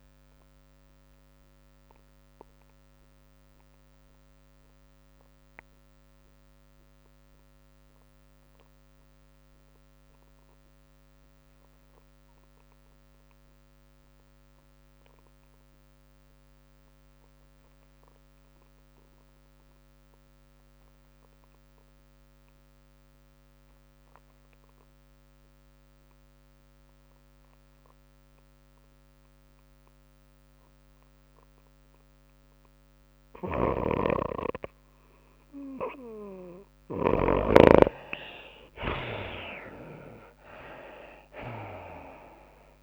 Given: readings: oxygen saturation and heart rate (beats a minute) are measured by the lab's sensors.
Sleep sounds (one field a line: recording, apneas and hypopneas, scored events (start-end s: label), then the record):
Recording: breathing in sleep by a microphone on the trachea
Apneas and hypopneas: 1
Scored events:
0.00-8.00 s: drop in pulse transit time (device-marked, heart rate 106 extreme)
0.00-10.00 s: oxygen desaturation (device-marked, oxygen 64% lowest, heart rate 91 extreme)
0.00-33.00 s: tachycardia (device-marked, heart rate 116 extreme)
1.50-34.50 s: obstructive apnea (oxygen 99% before, 63% lowest, heart rate 102 before, 100 extreme, up 5 after)
15.00-42.83 s: oxygen desaturation (device-marked, oxygen 98% before, 65% lowest, heart rate 112 before, 100 extreme)
34.00-38.00 s: snoring (device-marked)
34.00-42.83 s: tachycardia (device-marked, heart rate 105 before, 115 extreme)
38.00-42.83 s: arousal
41.00-42.83 s: drop in pulse transit time (device-marked, heart rate 103 before, 106 extreme)
From the record:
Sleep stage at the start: REM sleep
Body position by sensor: on the back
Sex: female